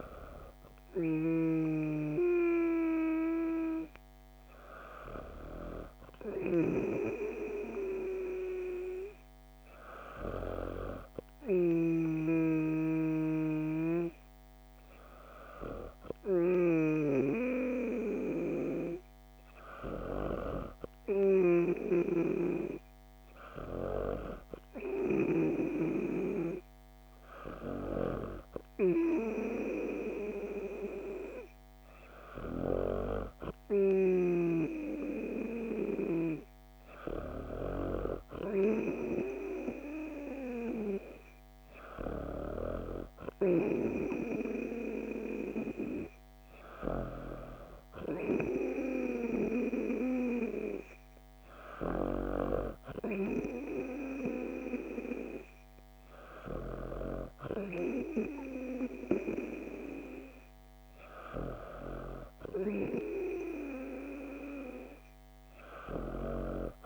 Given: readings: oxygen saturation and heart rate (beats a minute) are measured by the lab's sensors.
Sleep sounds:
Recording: breathing in sleep by a microphone on the trachea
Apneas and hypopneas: none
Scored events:
none scored
From the record:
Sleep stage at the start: N2 (light sleep)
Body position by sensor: on the back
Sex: female

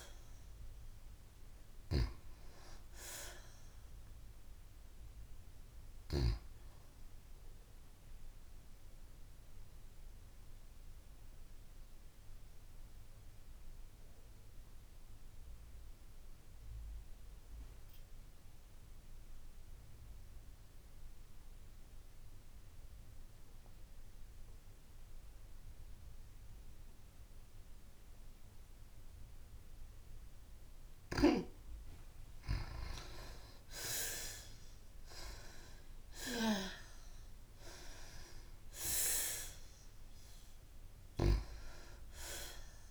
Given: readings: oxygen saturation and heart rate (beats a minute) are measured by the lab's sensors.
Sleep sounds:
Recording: breathing in sleep by a room microphone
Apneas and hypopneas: 1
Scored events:
0.00-6.50 s: oxygen desaturation (device-marked, oxygen 85% lowest)
9.50-30.00 s: obstructive apnea (oxygen 95% before, 89% lowest)
29.50-39.50 s: oxygen desaturation (device-marked, oxygen 96% before, 90% lowest)
33.00-37.50 s: arousal
From the record:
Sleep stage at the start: N2 (light sleep)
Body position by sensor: on the back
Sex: female

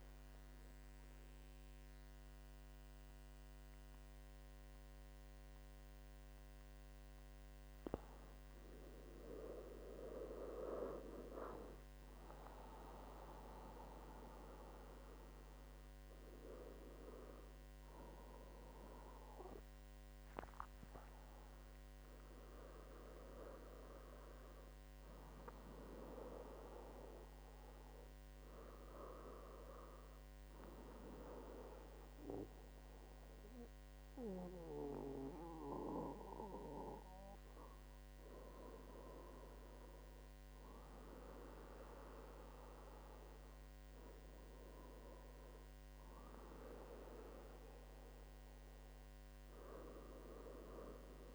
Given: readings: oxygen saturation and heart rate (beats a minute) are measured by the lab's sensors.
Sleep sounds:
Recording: breathing in sleep by a microphone on the trachea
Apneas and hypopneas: none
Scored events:
5.50-35.50 s: new sleep stage, N1 (lightest sleep)
35.50-51.35 s: new sleep stage, N2 (light sleep)
47.00-50.50 s: arousal
From the record:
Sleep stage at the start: N2 (light sleep)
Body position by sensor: on the back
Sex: male

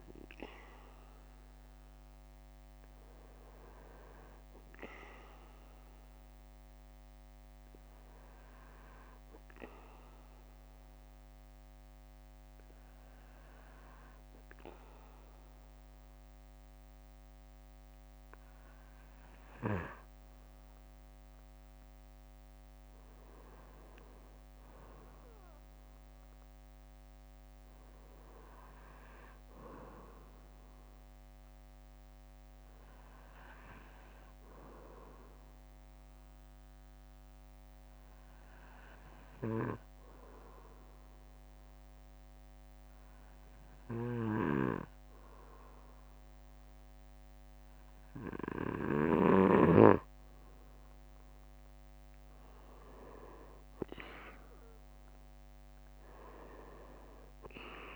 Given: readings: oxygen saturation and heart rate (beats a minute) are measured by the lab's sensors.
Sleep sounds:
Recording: breathing in sleep by a microphone on the trachea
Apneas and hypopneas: 2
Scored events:
0.50-2.50 s: bradycardia (device-marked, heart rate 59 before, 63 extreme)
5.50-15.50 s: bradycardia (device-marked, heart rate 59 before, 56 extreme)
9.00-19.00 s: hypopnea (oxygen 98% before, 94% lowest, heart rate 61 before, 55 extreme, up 7 after)
17.50-19.50 s: bradycardia (device-marked, heart rate 59 before, 57 extreme)
21.50-25.50 s: arousal
25.50-28.50 s: bradycardia (device-marked, heart rate 59 before, 58 extreme)
29.50-38.50 s: bradycardia (device-marked, heart rate 59 before, 55 extreme)
37.50-49.00 s: hypopnea (oxygen 97% before, 94% lowest, heart rate 60 before, 56 extreme, up 11 after)
39.50-41.50 s: bradycardia (device-marked, heart rate 59 before, 56 extreme)
44.50-46.50 s: bradycardia (device-marked, heart rate 59 before, 60 extreme)
52.50-57.50 s: arousal
From the record:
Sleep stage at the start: N2 (light sleep)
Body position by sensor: on the back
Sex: male

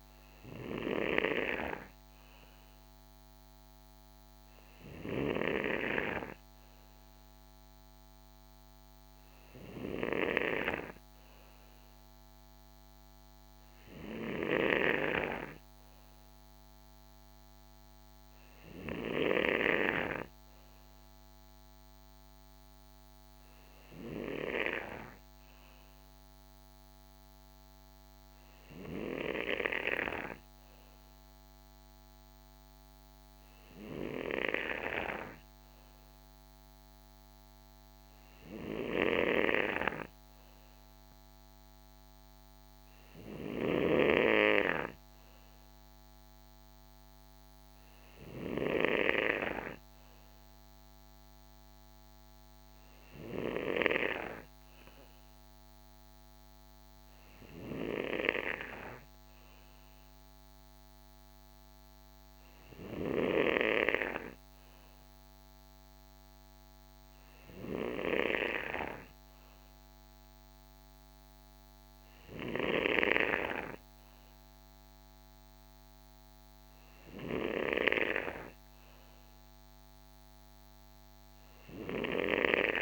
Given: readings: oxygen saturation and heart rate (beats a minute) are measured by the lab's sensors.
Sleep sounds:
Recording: breathing in sleep by a microphone on the trachea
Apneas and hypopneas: none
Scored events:
none scored
From the record:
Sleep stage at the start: N3 (deep sleep)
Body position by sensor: on the right side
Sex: male

